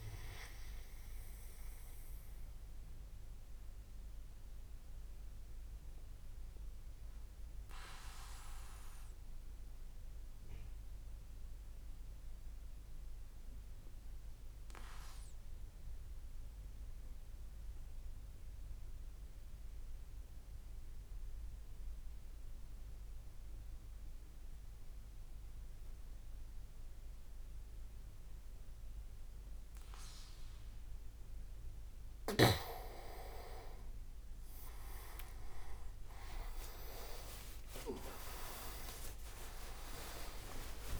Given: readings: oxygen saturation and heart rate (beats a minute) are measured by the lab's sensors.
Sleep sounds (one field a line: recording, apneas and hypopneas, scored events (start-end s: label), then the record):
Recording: breathing in sleep by a room microphone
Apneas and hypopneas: 1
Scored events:
0.00-4.50 s: oxygen desaturation (device-marked, oxygen 90% lowest)
2.00-31.50 s: obstructive apnea (oxygen 96% before, 90% lowest)
32.50-36.50 s: tachycardia (device-marked)
32.50-41.00 s: oxygen desaturation (device-marked, oxygen 97% before, 93% lowest)
39.50-41.00 s: arousal
From the record:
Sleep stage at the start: N2 (light sleep)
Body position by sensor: on the back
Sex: male